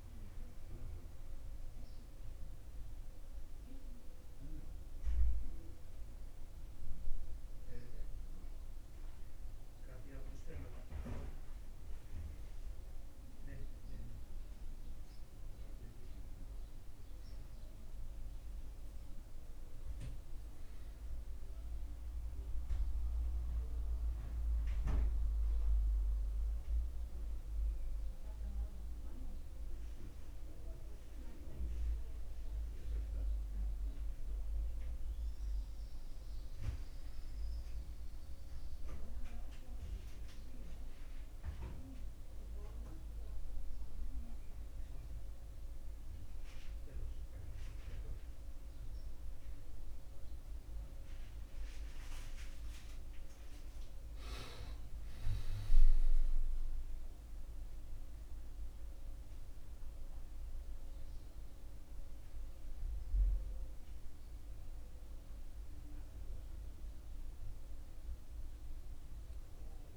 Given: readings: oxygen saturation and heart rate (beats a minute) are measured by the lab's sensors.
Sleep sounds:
breathing in sleep by a room microphone; none
none scored
From the record:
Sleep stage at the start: N1 (lightest sleep); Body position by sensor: on the back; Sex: male

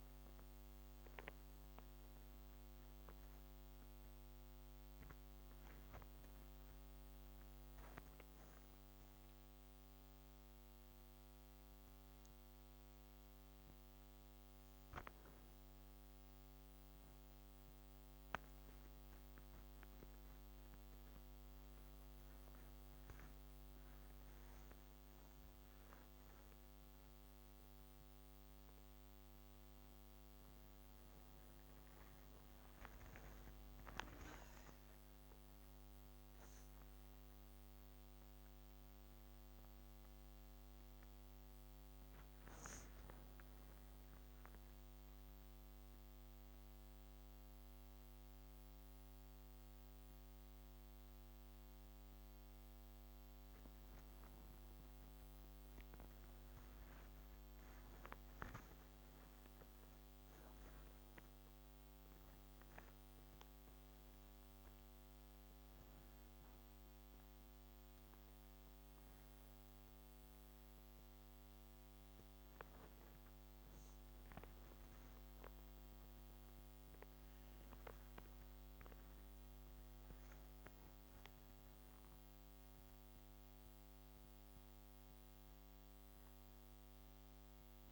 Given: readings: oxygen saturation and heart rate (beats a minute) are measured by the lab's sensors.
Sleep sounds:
a person awake in a sleep study, hard to hear, by a microphone on the trachea; none
none scored
From the record:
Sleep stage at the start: awake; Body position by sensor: on the back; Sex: female

